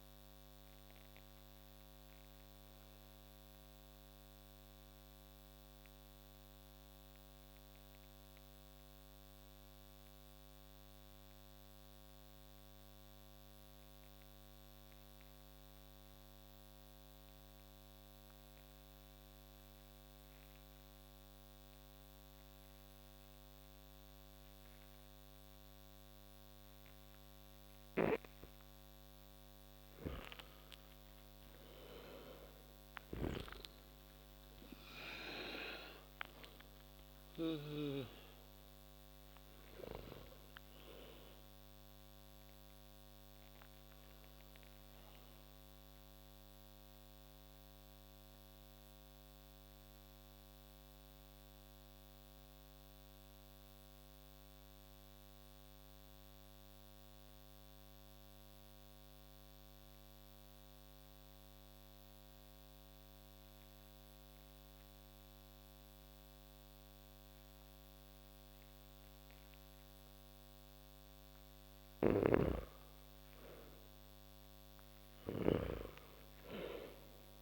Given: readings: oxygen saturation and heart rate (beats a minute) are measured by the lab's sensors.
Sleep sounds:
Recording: breathing in sleep by a microphone on the trachea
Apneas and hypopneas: 2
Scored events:
0.00-15.00 s: oxygen desaturation (device-marked, oxygen 86% lowest)
2.00-29.00 s: obstructive apnea (oxygen 98% before, 79% lowest)
29.50-34.50 s: arousal
30.00-62.00 s: oxygen desaturation (device-marked, oxygen 97% before, 79% lowest)
32.50-37.00 s: snoring (device-marked)
46.00-71.50 s: mixed apnea (oxygen 97% before, 79% lowest)
71.50-77.42 s: snoring (device-marked)
75.00-77.42 s: arousal
From the record:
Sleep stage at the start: N2 (light sleep)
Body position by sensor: on the back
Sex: male

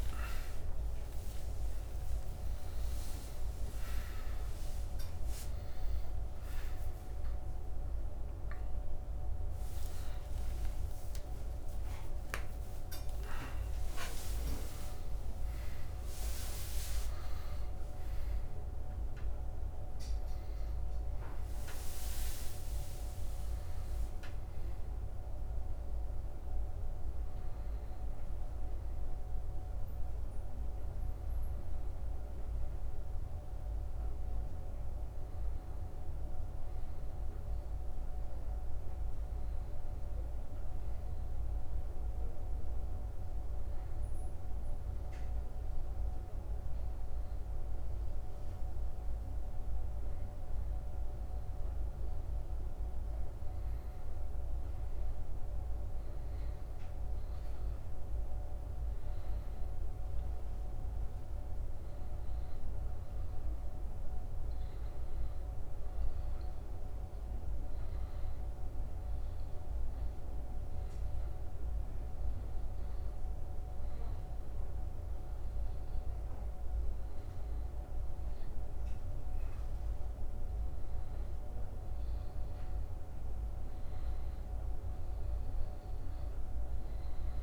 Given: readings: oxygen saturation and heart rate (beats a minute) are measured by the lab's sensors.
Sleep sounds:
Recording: a person partly awake in a sleep study, hard to hear, by a room microphone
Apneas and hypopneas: 1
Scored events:
1.50-3.50 s: long interval between heartbeats (device-marked, heart rate 88 before, 104 extreme)
15.50-45.50 s: new sleep stage, N1 (lightest sleep)
16.00-18.00 s: long interval between heartbeats (device-marked, heart rate 101 before, 101 extreme)
41.00-52.00 s: hypopnea (oxygen 96% before, 92% lowest, heart rate 90 before, 83 extreme, up 0 after)
45.50-87.43 s: new sleep stage, N2 (light sleep)
54.50-59.00 s: arousal
60.50-71.50 s: oxygen desaturation (device-marked, oxygen 95% before, 92% lowest, heart rate 84 before, 83 extreme)
From the record:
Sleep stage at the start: awake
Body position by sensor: on the back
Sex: male

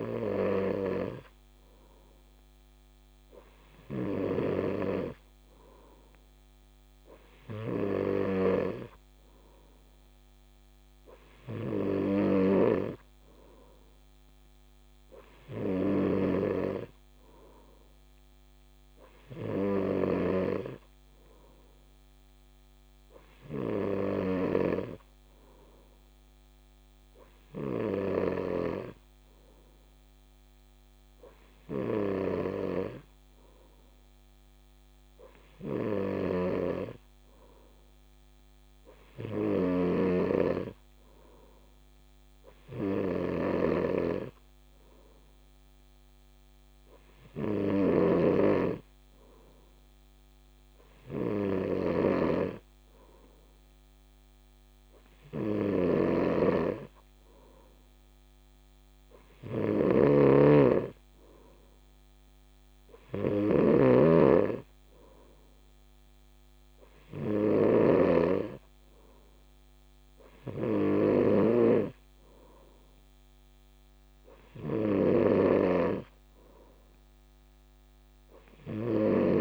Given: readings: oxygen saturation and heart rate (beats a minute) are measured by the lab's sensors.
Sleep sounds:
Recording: breathing in sleep by a microphone on the trachea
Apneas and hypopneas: none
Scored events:
12.50-25.00 s: snoring (device-marked)
36.50-79.41 s: snoring (device-marked)
From the record:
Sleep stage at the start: N2 (light sleep)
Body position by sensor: on the right side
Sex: male

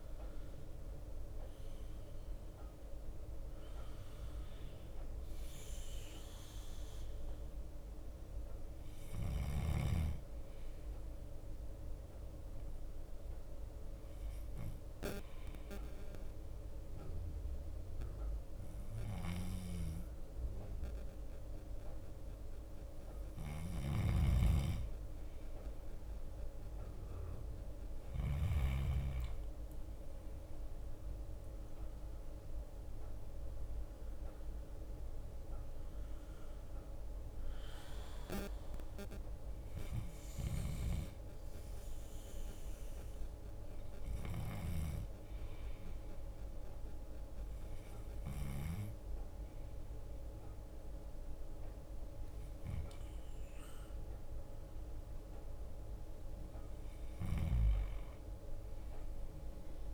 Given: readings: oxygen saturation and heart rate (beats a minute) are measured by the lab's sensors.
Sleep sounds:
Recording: breathing in sleep by a room microphone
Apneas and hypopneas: 2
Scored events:
0.00-59.94 s: bradycardia (device-marked)
11.50-23.00 s: hypopnea (oxygen 93% before, 91% lowest, heart rate 54 before, 53 extreme, up 1 after)
25.50-28.50 s: arousal
38.00-53.00 s: hypopnea (oxygen 92% before, 91% lowest, heart rate 55 before, 53 extreme, up 4 after)
56.00-59.50 s: arousal
From the record:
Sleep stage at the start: N2 (light sleep)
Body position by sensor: on the back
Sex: male

